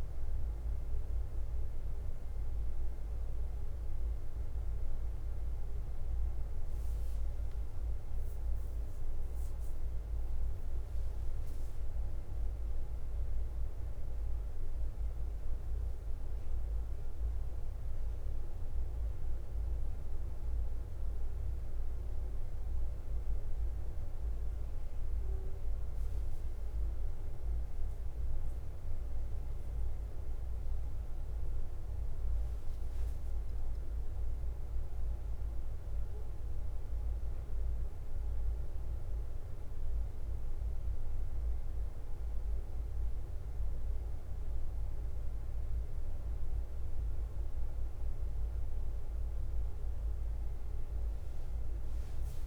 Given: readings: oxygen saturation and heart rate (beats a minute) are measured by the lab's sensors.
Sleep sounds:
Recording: breathing in sleep, hard to hear, by a room microphone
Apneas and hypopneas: none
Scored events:
0.00-52.47 s: bradycardia (device-marked, heart rate 45 extreme)
From the record:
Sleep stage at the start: N2 (light sleep)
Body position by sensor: on the back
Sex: male

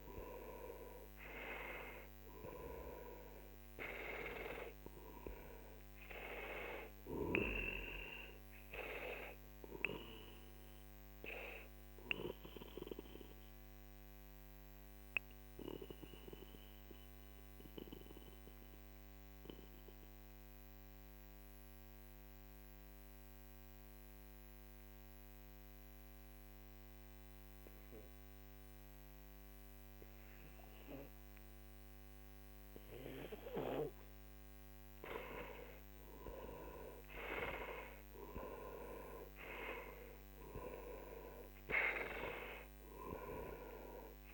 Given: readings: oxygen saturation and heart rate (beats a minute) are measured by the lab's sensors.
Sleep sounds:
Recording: breathing in sleep by a microphone on the trachea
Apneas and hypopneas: 1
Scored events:
0.00-18.00 s: oxygen desaturation (device-marked, oxygen 91% lowest, heart rate 43 extreme)
8.50-33.50 s: obstructive apnea (oxygen 97% before, 90% lowest, heart rate 55 before, 42 extreme, up 17 after)
34.50-38.00 s: arousal
36.00-44.34 s: oxygen desaturation (device-marked, oxygen 97% before, 90% lowest, heart rate 48 before, 42 extreme)
From the record:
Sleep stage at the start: N2 (light sleep)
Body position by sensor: on the back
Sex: male

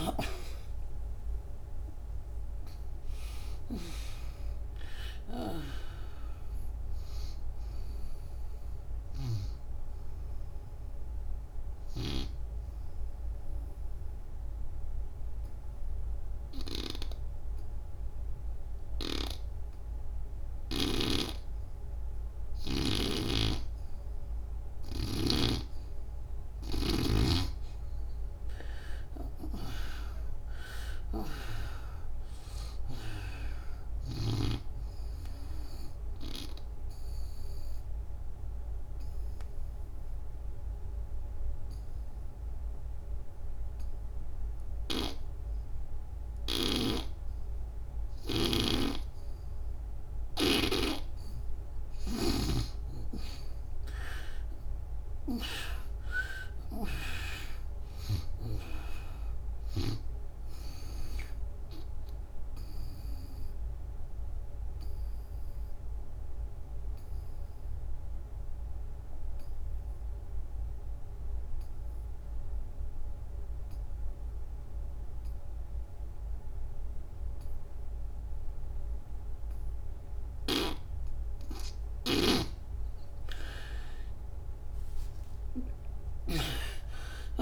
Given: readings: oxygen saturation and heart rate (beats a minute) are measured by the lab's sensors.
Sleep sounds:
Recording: breathing in sleep by a room microphone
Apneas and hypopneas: 3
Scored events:
0.00-1.00 s: arousal
0.00-26.00 s: oxygen desaturation (device-marked, oxygen 96% before, 74% lowest, heart rate 70 before, 67 extreme)
12.50-25.00 s: obstructive apnea (oxygen 96% before, 74% lowest, heart rate 84 before, 67 extreme, up 13 after)
18.50-23.00 s: snoring (device-marked)
28.50-32.00 s: arousal
35.00-46.00 s: oxygen desaturation (device-marked, oxygen 98% before, 83% lowest, heart rate 73 before, 69 extreme)
36.00-49.00 s: obstructive apnea (oxygen 98% before, 75% lowest, heart rate 74 before, 69 extreme, up 10 after)
48.00-52.00 s: snoring (device-marked)
51.00-54.50 s: arousal
59.00-71.00 s: oxygen desaturation (device-marked, oxygen 95% before, 81% lowest, heart rate 77 before, 65 extreme)
62.50-80.50 s: obstructive apnea (oxygen 96% before, 75% lowest, heart rate 78 before, 65 extreme, up 21 after)
82.00-87.42 s: oxygen desaturation (device-marked, oxygen 97% before, 75% lowest, heart rate 76 before, 63 extreme)
83.50-87.42 s: arousal
From the record:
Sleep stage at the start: N2 (light sleep)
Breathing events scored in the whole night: 412 in 3.8 hours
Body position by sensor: on the back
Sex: female

